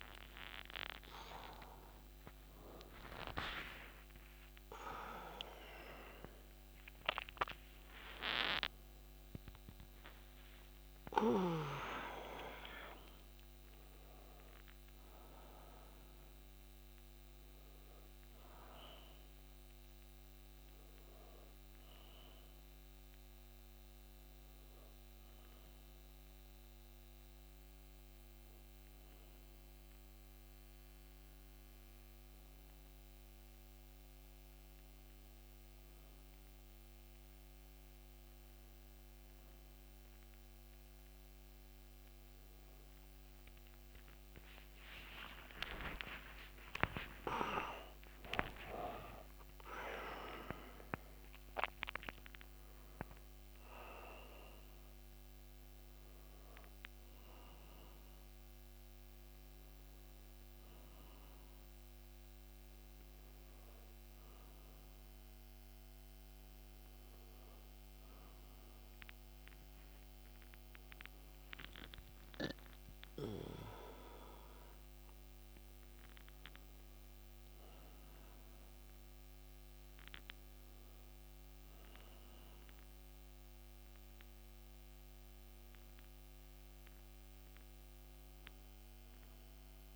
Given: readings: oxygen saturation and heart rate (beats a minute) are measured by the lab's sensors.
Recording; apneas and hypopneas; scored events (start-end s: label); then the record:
a person partly awake in a sleep study, by a microphone on the trachea; none
41.50-89.96 s: new sleep stage, N1 (lightest sleep)
From the record:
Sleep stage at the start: awake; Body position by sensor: on the back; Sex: male